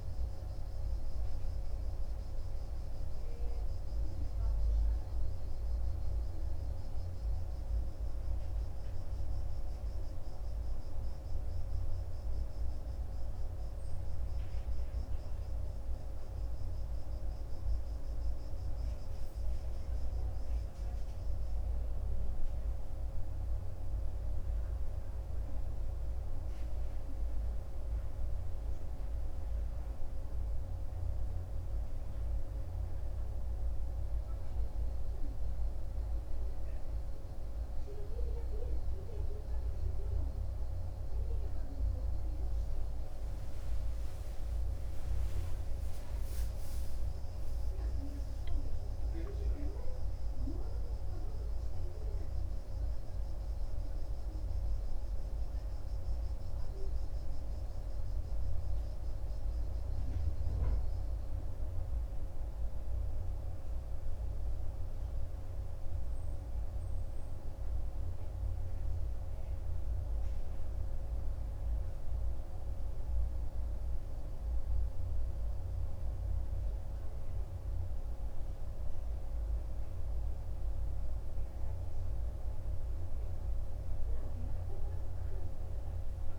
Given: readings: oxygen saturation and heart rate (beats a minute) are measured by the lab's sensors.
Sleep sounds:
breathing in sleep, hard to hear, by a room microphone; none
none scored
From the record:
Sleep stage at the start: N2 (light sleep); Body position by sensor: on the right side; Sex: male

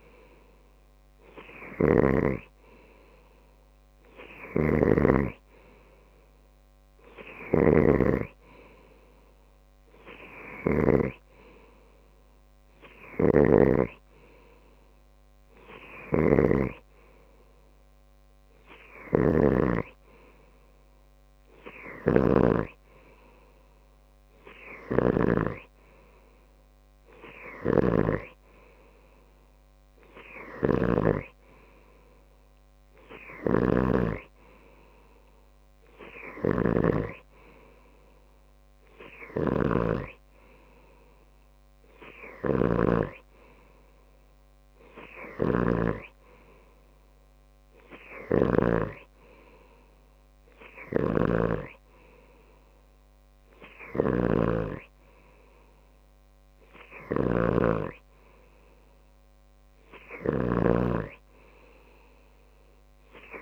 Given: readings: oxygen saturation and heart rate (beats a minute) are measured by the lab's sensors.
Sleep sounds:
breathing in sleep by a microphone on the trachea; none
0.00-11.50 s: snoring (device-marked)
13.50-63.42 s: snoring (device-marked)
From the record:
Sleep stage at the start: N2 (light sleep); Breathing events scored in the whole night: 242 in 5.2 hours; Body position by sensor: on the left side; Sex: male

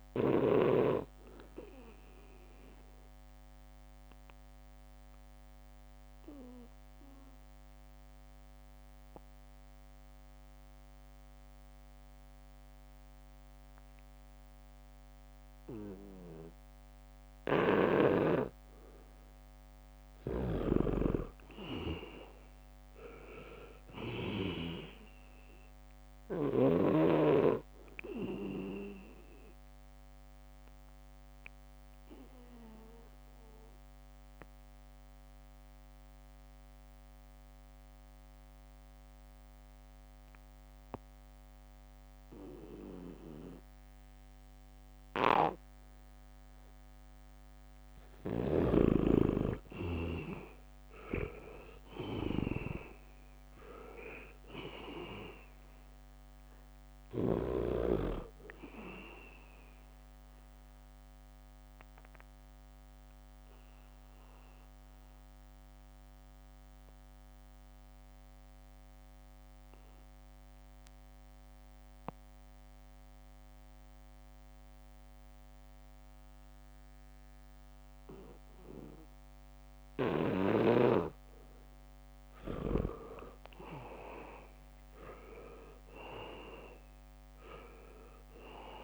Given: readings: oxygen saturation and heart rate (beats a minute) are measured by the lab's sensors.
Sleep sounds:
breathing in sleep by a microphone on the trachea; 3
0.00-1.00 s: snoring (device-marked)
0.00-13.00 s: oxygen desaturation (device-marked, oxygen 83% lowest, heart rate 76 extreme)
3.00-19.00 s: obstructive apnea (oxygen 98% before, 81% lowest, heart rate 78 before, 76 extreme, up 2 after)
19.00-42.00 s: oxygen desaturation (device-marked, oxygen 98% before, 84% lowest, heart rate 77 before, 75 extreme)
20.50-25.00 s: snoring (device-marked)
22.00-26.00 s: arousal
32.00-46.00 s: obstructive apnea (oxygen 98% before, 81% lowest, heart rate 78 before, 75 extreme, up 1 after)
44.50-46.00 s: leg movement (device-marked)
47.00-70.00 s: oxygen desaturation (device-marked, oxygen 98% before, 81% lowest, heart rate 77 before, 70 extreme)
48.50-58.00 s: snoring (device-marked)
50.50-54.50 s: arousal
60.50-81.50 s: obstructive apnea (oxygen 98% before, 81% lowest, heart rate 77 before, 70 extreme, up 0 after)
80.00-88.84 s: oxygen desaturation (device-marked, oxygen 99% before, 83% lowest, heart rate 79 before, 70 extreme)
82.50-84.00 s: leg movement (device-marked)
83.50-87.50 s: arousal
85.00-87.50 s: leg movement (device-marked)
From the record:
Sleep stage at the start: N2 (light sleep); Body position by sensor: on the back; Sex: male

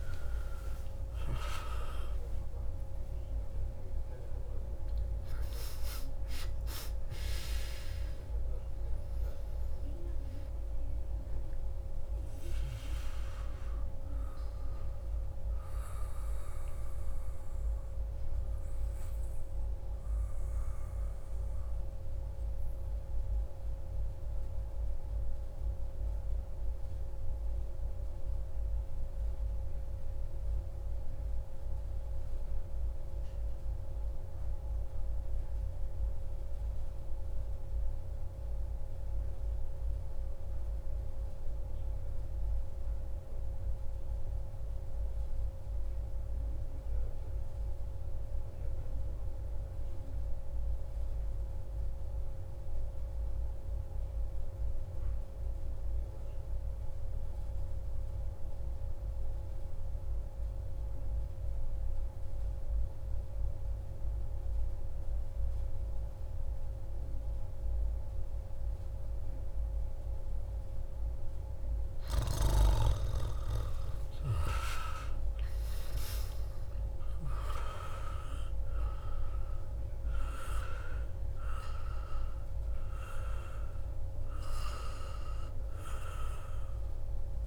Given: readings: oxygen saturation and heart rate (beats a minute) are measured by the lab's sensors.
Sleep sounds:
breathing in sleep by a room microphone; 1
0.00-20.00 s: oxygen desaturation (device-marked, oxygen 88% lowest)
22.00-70.00 s: mixed apnea (oxygen 98% before, 87% lowest)
50.00-87.47 s: oxygen desaturation (device-marked, oxygen 97% before, 87% lowest)
72.00-76.50 s: arousal
From the record:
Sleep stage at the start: N2 (light sleep); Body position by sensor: on the back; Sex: male

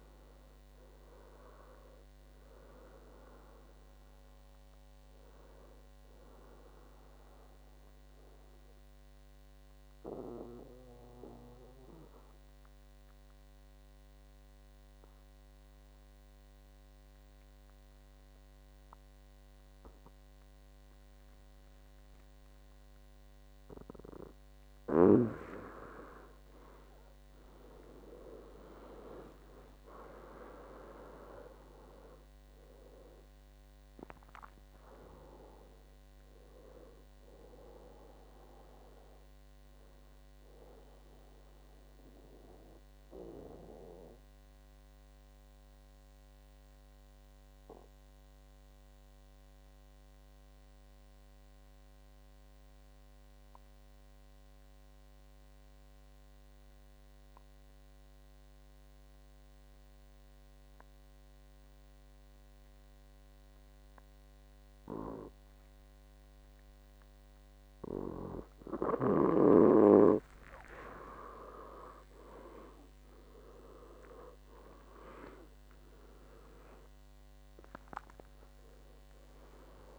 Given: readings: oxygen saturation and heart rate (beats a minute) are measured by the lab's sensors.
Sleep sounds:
breathing in sleep by a microphone on the trachea; 2
7.00-24.00 s: obstructive apnea (oxygen 99% before, 93% lowest, heart rate 74 before, 62 extreme, up 12 after)
20.00-22.00 s: long interval between heartbeats (device-marked, heart rate 73 before, 71 extreme)
26.00-30.50 s: arousal
28.50-41.50 s: oxygen desaturation (device-marked, oxygen 98% before, 95% lowest, heart rate 69 before, 59 extreme)
42.50-69.00 s: obstructive apnea (oxygen 98% before, 92% lowest, heart rate 73 before, 59 extreme, up 21 after)
47.50-56.50 s: oxygen desaturation (device-marked, oxygen 96% before, 93% lowest, heart rate 72 before, 59 extreme)
70.50-79.99 s: oxygen desaturation (device-marked, oxygen 98% before, 92% lowest, heart rate 61 before, 63 extreme)
71.50-77.50 s: arousal
From the record:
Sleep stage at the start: N2 (light sleep); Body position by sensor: on the back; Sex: male

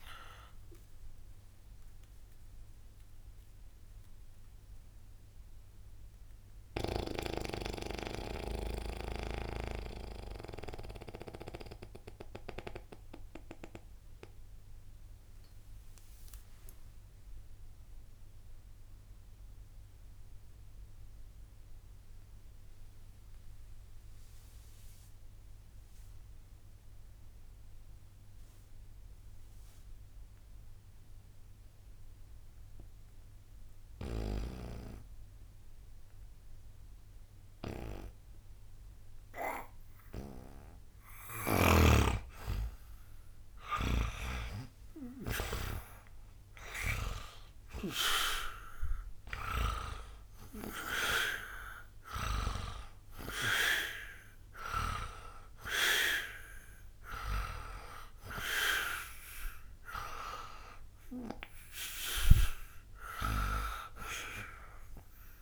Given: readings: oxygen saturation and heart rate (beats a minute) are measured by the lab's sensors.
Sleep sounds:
breathing in sleep by a room microphone; 1
0.00-19.00 s: oxygen desaturation (device-marked, oxygen 75% lowest, heart rate 60 extreme)
3.00-40.50 s: mixed apnea (oxygen 88% before, 75% lowest, heart rate 90 before, 60 extreme, up 35 after)
42.00-65.42 s: oxygen desaturation (device-marked, oxygen 98% before, 82% lowest, heart rate 74 before, 58 extreme)
42.50-46.50 s: arousal
From the record:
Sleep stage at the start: N2 (light sleep); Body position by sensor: on the back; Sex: male

